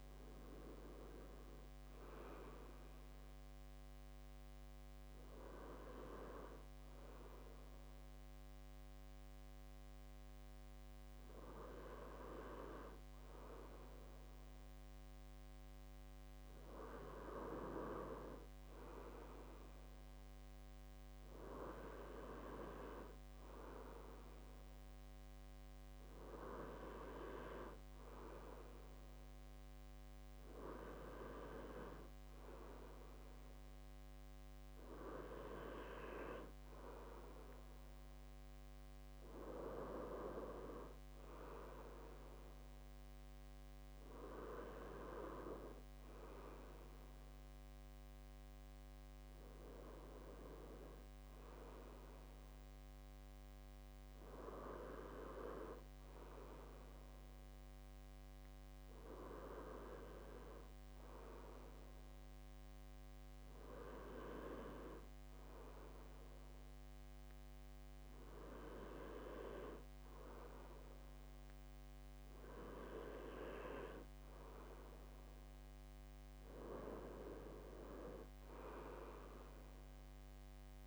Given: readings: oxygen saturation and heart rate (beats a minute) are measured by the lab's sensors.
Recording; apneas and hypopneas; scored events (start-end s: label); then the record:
breathing in sleep by a microphone on the trachea; none
none scored
From the record:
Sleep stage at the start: N2 (light sleep); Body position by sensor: on the left side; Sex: male